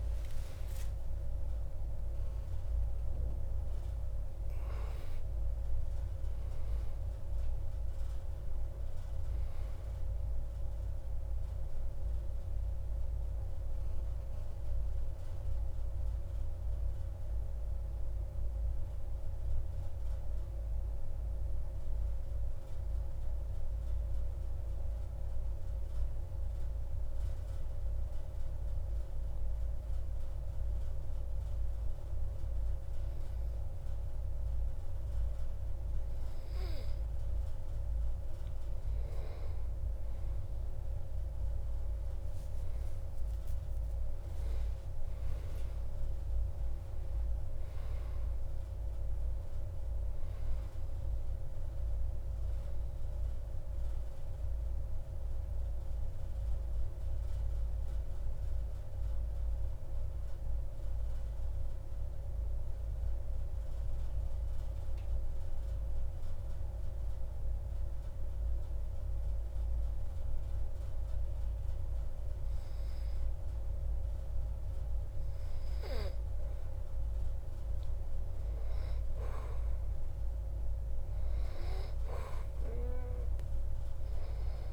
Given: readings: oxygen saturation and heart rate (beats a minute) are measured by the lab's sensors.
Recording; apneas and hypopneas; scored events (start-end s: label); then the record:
breathing in sleep, hard to hear, by a room microphone; 2
0.00-3.50 s: arousal
19.00-37.50 s: mixed apnea (oxygen 93% before, 92% lowest)
40.50-44.00 s: arousal
45.00-54.00 s: oxygen desaturation (device-marked, oxygen 97% before, 93% lowest)
55.50-76.50 s: mixed apnea (oxygen 97% before, 92% lowest)
79.50-83.00 s: arousal
From the record:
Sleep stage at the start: N2 (light sleep); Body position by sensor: on the back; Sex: male